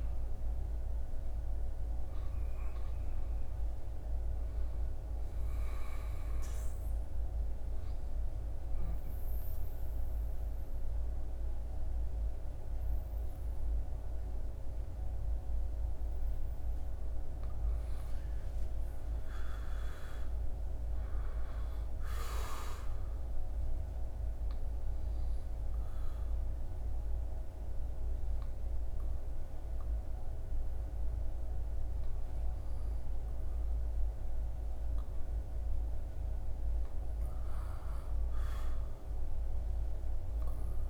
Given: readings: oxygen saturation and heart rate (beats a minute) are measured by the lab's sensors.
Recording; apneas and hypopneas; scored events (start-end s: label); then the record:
breathing in sleep, hard to hear, by a room microphone; 1
23.50-36.00 s: obstructive apnea (oxygen 99% before, 93% lowest, heart rate 82 before, 77 extreme, up 1 after)
23.50-36.50 s: oxygen desaturation (device-marked, oxygen 99% before, 96% lowest, heart rate 82 before, 77 extreme)
38.50-40.90 s: arousal
From the record:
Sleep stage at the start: N2 (light sleep); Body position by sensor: on the back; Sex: male